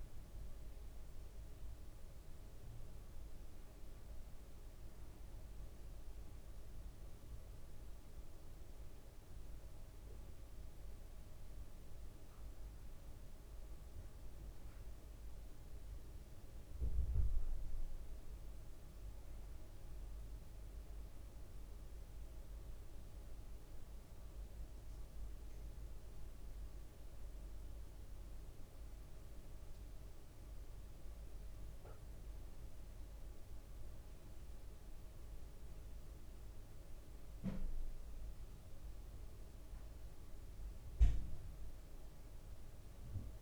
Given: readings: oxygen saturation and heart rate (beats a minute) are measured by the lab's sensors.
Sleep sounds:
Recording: breathing in sleep, hard to hear, by a room microphone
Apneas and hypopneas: none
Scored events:
none scored
From the record:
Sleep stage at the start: N2 (light sleep)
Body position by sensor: on the back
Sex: male

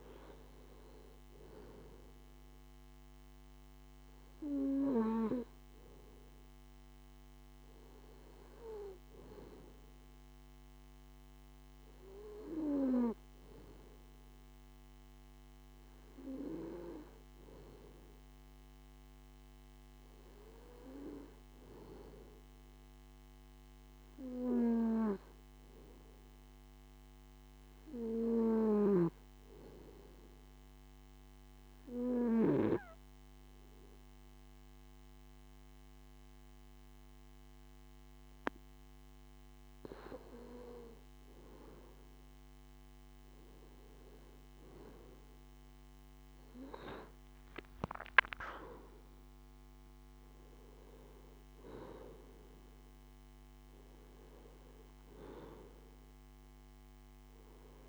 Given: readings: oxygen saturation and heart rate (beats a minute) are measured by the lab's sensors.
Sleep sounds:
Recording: breathing in sleep by a microphone on the trachea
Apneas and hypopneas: 1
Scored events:
30.00-40.50 s: obstructive apnea (oxygen 95% before, 93% lowest, heart rate 57 before, 56 extreme, up 12 after)
46.00-50.00 s: arousal
From the record:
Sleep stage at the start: N2 (light sleep)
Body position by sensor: on the left side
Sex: male

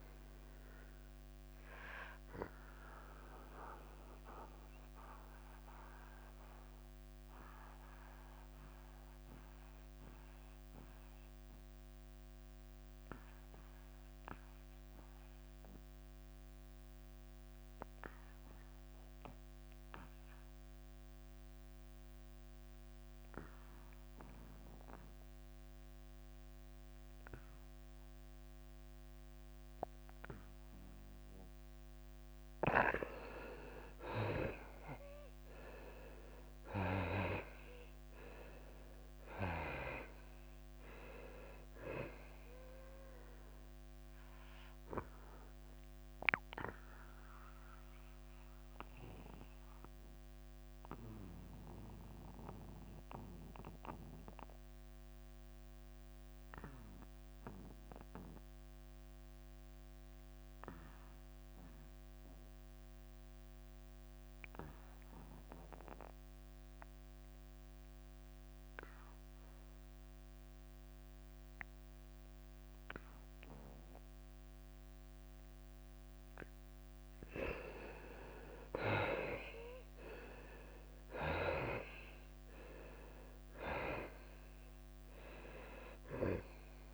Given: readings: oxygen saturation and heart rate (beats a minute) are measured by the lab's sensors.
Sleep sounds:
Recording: breathing in sleep by a microphone on the trachea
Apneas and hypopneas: 2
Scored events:
0.00-6.50 s: drop in pulse transit time (device-marked, heart rate 85 extreme)
0.00-6.50 s: oxygen desaturation (device-marked, oxygen 93% lowest, heart rate 83 extreme)
1.50-33.50 s: mixed apnea (oxygen 99% before, 82% lowest, heart rate 88 before, 83 extreme, up 6 after)
14.50-24.50 s: oxygen desaturation (device-marked, oxygen 94% before, 82% lowest, heart rate 87 before, 83 extreme)
26.50-50.50 s: drop in pulse transit time (device-marked, heart rate 84 before, 83 extreme)
35.50-39.50 s: arousal
44.00-77.50 s: mixed apnea (oxygen 98% before, 79% lowest, heart rate 86 before, 83 extreme, up 3 after)
59.50-65.50 s: oxygen desaturation (device-marked, oxygen 97% before, 84% lowest, heart rate 87 before, 85 extreme)
79.50-84.50 s: arousal
79.50-86.94 s: drop in pulse transit time (device-marked, heart rate 86 before, 83 extreme)
79.50-86.94 s: oxygen desaturation (device-marked, oxygen 97% before, 91% lowest, heart rate 86 before, 83 extreme)
From the record:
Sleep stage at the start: N2 (light sleep)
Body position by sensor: on the back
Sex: male

